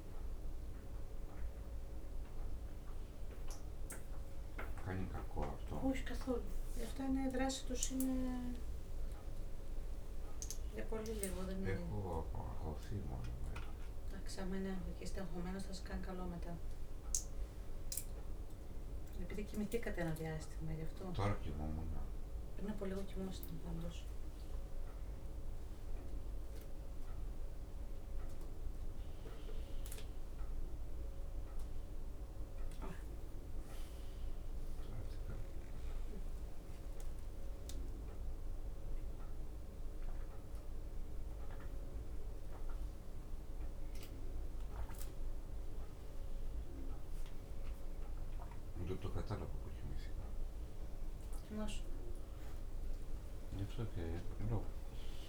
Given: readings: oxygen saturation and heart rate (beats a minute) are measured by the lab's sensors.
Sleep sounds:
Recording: a person awake in a sleep study, by a room microphone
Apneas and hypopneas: none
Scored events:
5.00-26.00 s: drop in pulse transit time (device-marked, heart rate 102 before, 64 extreme)
7.50-9.50 s: long interval between heartbeats (device-marked, heart rate 103 before, 74 extreme)
13.00-20.50 s: leg movement (device-marked)
22.00-25.50 s: leg movement (device-marked)
29.00-30.50 s: leg movement (device-marked)
35.50-39.50 s: leg movement (device-marked)
45.50-48.00 s: leg movement (device-marked)
From the record:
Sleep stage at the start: awake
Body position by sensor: on the right side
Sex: male

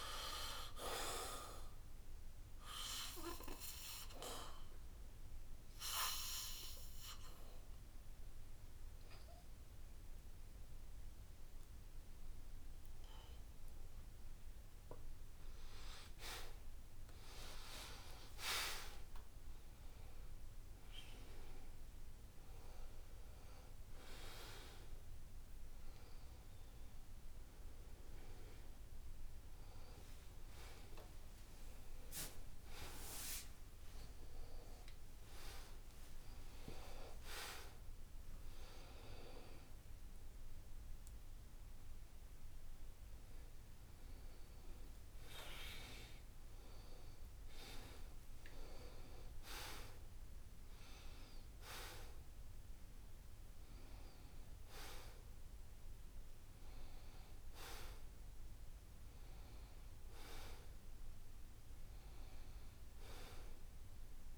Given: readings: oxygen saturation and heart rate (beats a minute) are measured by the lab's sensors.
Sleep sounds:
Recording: breathing in sleep by a room microphone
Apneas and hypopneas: none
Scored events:
0.00-21.50 s: oxygen desaturation (device-marked, oxygen 79% lowest, heart rate 70 extreme)
17.50-19.50 s: long interval between heartbeats (device-marked, heart rate 73 before, 84 extreme)
26.50-56.50 s: new sleep stage, N1 (lightest sleep)
30.00-35.00 s: arousal
32.50-34.50 s: long interval between heartbeats (device-marked, heart rate 79 before, 83 extreme)
56.50-64.38 s: new sleep stage, N2 (light sleep)
From the record:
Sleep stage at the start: N2 (light sleep)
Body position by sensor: on the back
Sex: male

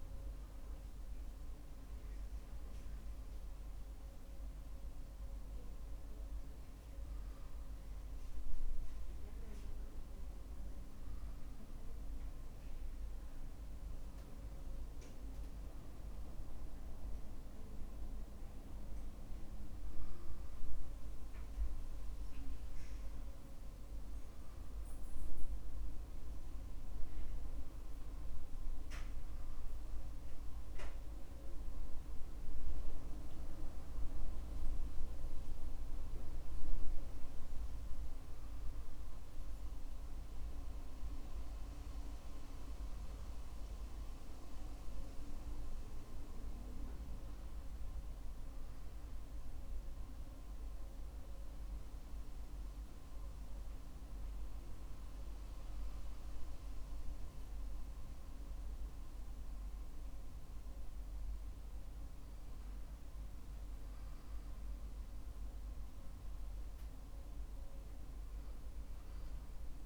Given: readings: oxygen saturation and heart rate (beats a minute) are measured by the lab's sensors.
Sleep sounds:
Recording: breathing in sleep, hard to hear, by a room microphone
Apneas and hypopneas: 1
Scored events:
35.00-39.00 s: arousal
41.50-61.50 s: hypopnea (oxygen 96% before, 93% lowest, heart rate 57 before, 54 extreme, up 7 after)
63.00-67.00 s: arousal
From the record:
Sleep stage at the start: N1 (lightest sleep)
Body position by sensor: on the back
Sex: male

